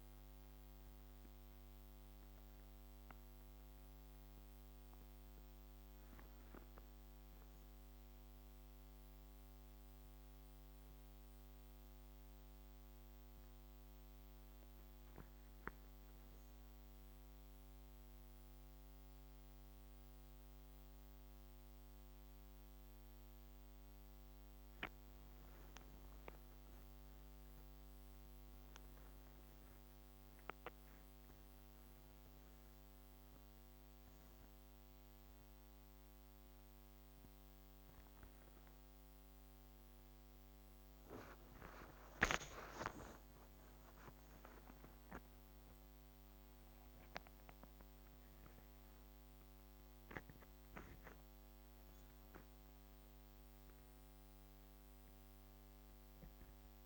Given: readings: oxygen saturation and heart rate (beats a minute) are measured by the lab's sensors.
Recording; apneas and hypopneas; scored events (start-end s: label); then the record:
a person awake in a sleep study, by a microphone on the trachea; none
none scored
From the record:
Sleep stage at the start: awake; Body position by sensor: on the back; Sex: female